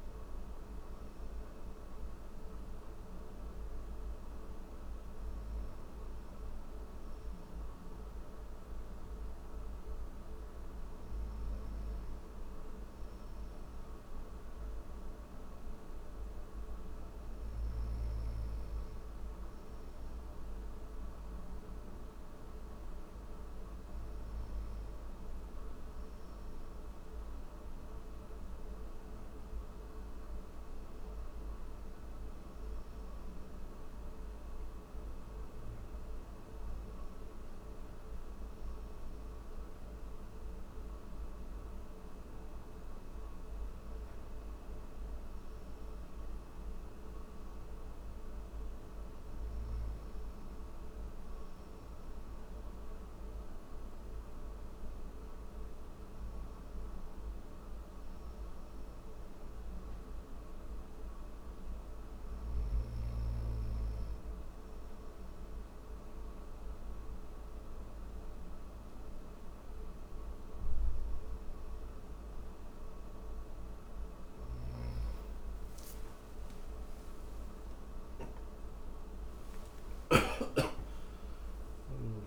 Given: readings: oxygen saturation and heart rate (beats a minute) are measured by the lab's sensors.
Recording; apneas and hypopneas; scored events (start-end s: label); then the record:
breathing in sleep, hard to hear, by a room microphone; none
none scored
From the record:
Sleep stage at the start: N3 (deep sleep); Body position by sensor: on the back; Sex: male